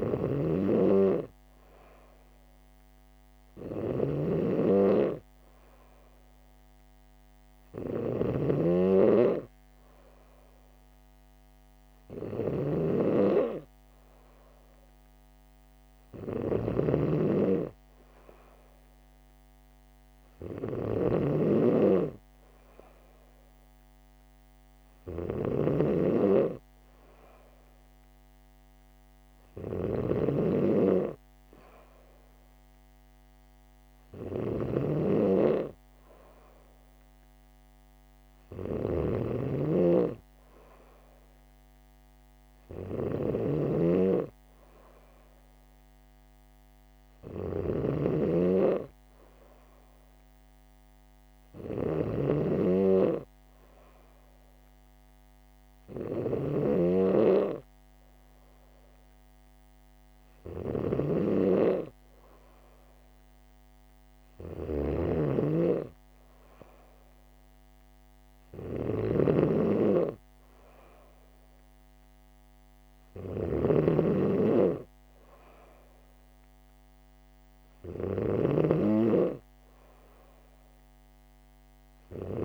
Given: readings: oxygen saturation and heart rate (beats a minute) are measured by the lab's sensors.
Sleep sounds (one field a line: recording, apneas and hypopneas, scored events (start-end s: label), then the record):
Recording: breathing in sleep by a microphone on the trachea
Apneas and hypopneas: none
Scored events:
0.00-82.45 s: snoring (device-marked)
From the record:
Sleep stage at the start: N3 (deep sleep)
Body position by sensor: on the back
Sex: female